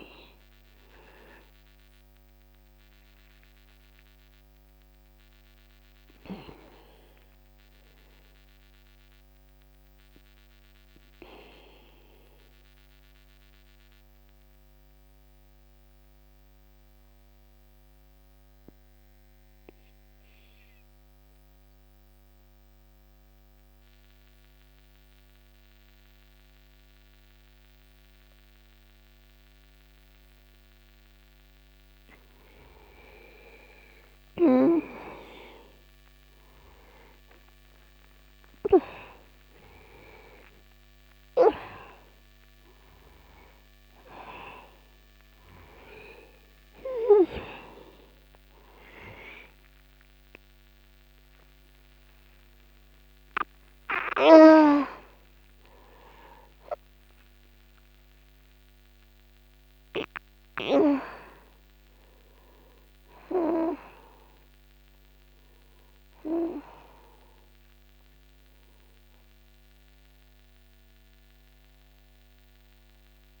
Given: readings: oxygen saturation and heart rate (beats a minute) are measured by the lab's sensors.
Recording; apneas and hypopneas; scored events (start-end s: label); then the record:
breathing in sleep by a microphone on the trachea; 1
0.00-14.00 s: oxygen desaturation (device-marked, oxygen 87% lowest, heart rate 60 extreme)
14.00-33.50 s: mixed apnea (oxygen 95% before, 83% lowest, heart rate 60 before, 60 extreme, up 0 after)
36.00-41.00 s: arousal
39.00-73.40 s: oxygen desaturation (device-marked, oxygen 96% before, 83% lowest, heart rate 60 before, 60 extreme)
47.00-73.40 s: new sleep stage, N1 (lightest sleep)
From the record:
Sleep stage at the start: N2 (light sleep); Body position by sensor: on the back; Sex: male